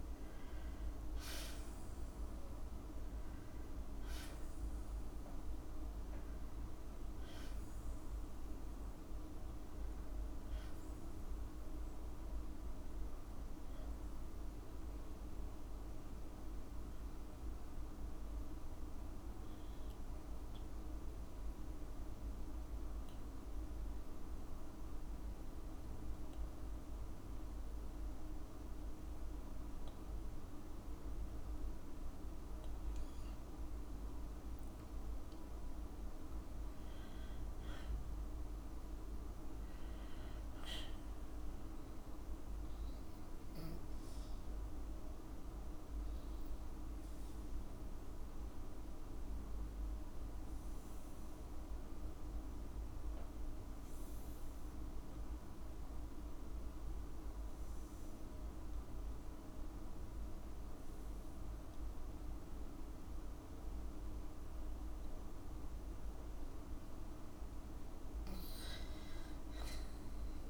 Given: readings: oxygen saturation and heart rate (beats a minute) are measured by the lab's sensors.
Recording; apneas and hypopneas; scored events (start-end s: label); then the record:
breathing in sleep, hard to hear, by a room microphone; 2
19.00-33.00 s: hypopnea (oxygen 98% before, 91% lowest, heart rate 61 before, 55 extreme, up 1 after)
24.00-36.00 s: oxygen desaturation (device-marked, oxygen 97% before, 91% lowest, heart rate 59 before, 54 extreme)
34.50-38.00 s: arousal
48.00-63.00 s: obstructive apnea (oxygen 99% before, 92% lowest, heart rate 56 before, 54 extreme, up 2 after)
69.00-70.50 s: arousal
From the record:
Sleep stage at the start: N2 (light sleep); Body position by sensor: on the back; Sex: female